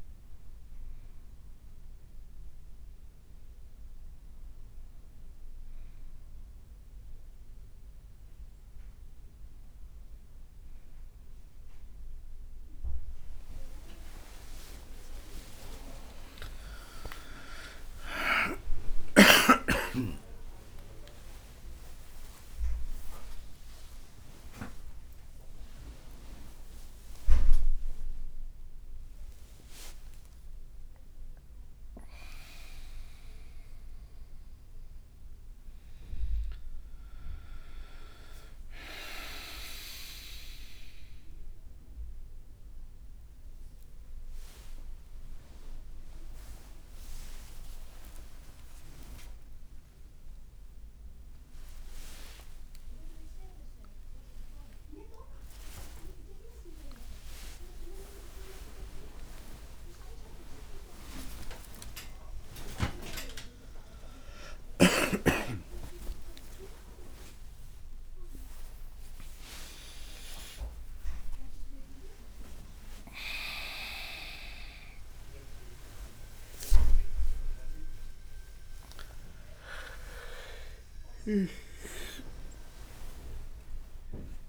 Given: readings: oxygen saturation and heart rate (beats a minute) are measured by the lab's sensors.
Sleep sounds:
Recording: a person awake in a sleep study, by a room microphone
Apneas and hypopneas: none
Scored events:
15.50-84.49 s: new sleep stage, awake
18.00-20.00 s: long interval between heartbeats (device-marked, heart rate 59 before, 73 extreme)
20.50-22.50 s: long interval between heartbeats (device-marked, heart rate 62 before, 90 extreme)
22.50-33.50 s: oxygen desaturation (device-marked, oxygen 96% before, 93% lowest, heart rate 65 before, 59 extreme)
31.50-33.00 s: leg movement (device-marked)
36.50-40.00 s: leg movement (device-marked)
43.50-50.50 s: tachycardia (device-marked, heart rate 61 before, 118 extreme)
44.50-46.50 s: long interval between heartbeats (device-marked, heart rate 75 before, 78 extreme)
47.50-49.50 s: long interval between heartbeats (device-marked, heart rate 75 before, 115 extreme)
51.00-53.00 s: long interval between heartbeats (device-marked, heart rate 80 before, 116 extreme)
51.50-64.50 s: tachycardia (device-marked, heart rate 61 before, 140 extreme)
55.00-57.00 s: long interval between heartbeats (device-marked, heart rate 87 before, 109 extreme)
58.50-60.50 s: long interval between heartbeats (device-marked, heart rate 95 before, 109 extreme)
62.00-64.00 s: long interval between heartbeats (device-marked, heart rate 103 before, 136 extreme)
65.00-67.00 s: long interval between heartbeats (device-marked, heart rate 113 before, 116 extreme)
69.50-71.50 s: long interval between heartbeats (device-marked, heart rate 113 before, 91 extreme)
76.00-78.00 s: long interval between heartbeats (device-marked, heart rate 105 before, 89 extreme)
80.50-84.49 s: oxygen desaturation (device-marked, oxygen 100% before, 95% lowest, heart rate 99 before, 68 extreme)
From the record:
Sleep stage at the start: N2 (light sleep)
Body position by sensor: on the right side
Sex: male

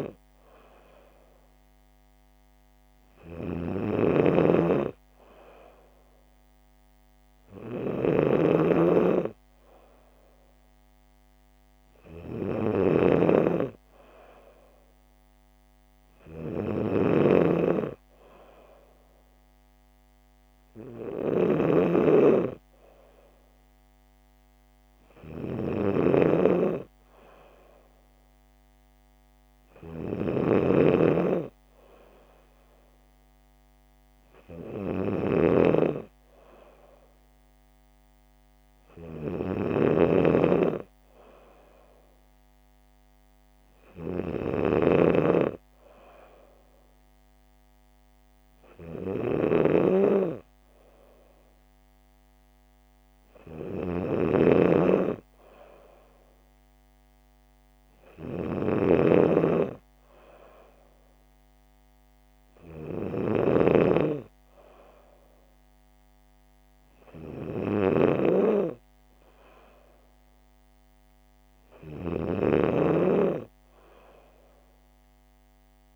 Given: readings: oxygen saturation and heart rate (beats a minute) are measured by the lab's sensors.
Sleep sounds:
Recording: breathing in sleep by a microphone on the trachea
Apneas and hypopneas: none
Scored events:
0.00-63.50 s: snoring (device-marked)
72.00-75.96 s: snoring (device-marked)
From the record:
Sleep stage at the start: N2 (light sleep)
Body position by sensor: on the back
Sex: female

